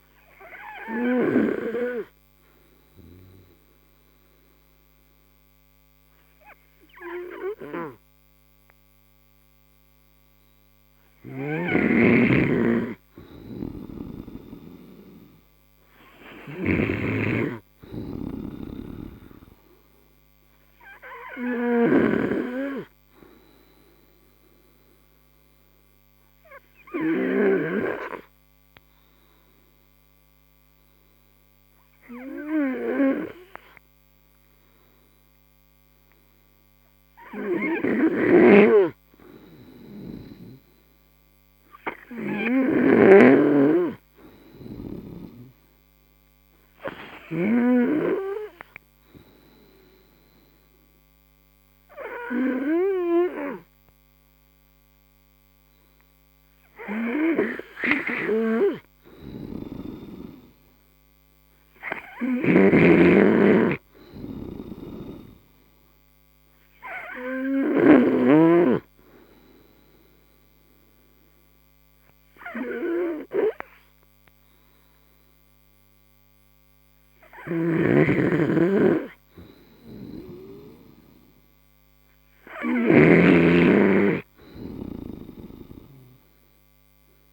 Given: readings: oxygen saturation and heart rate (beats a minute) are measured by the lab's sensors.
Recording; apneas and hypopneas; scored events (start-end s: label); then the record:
breathing in sleep by a microphone on the trachea; 4
0.50-11.50 s: obstructive apnea (oxygen 96% before, 88% lowest)
14.50-17.50 s: arousal
24.50-38.50 s: obstructive apnea (oxygen 97% before, 88% lowest)
25.00-33.00 s: oxygen desaturation (device-marked, oxygen 94% before, 91% lowest, heart rate 38 before, 25 extreme)
41.50-45.00 s: arousal
49.50-60.00 s: obstructive apnea (oxygen 94% before, 88% lowest)
57.00-62.00 s: oxygen desaturation (device-marked, oxygen 94% before, 88% lowest)
62.50-66.00 s: arousal
62.50-69.00 s: snoring (device-marked)
69.50-80.00 s: obstructive apnea (oxygen 94% before, 90% lowest)
78.00-87.33 s: snoring (device-marked)
85.00-87.33 s: arousal
From the record:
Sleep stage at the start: N2 (light sleep); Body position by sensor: on the right side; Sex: male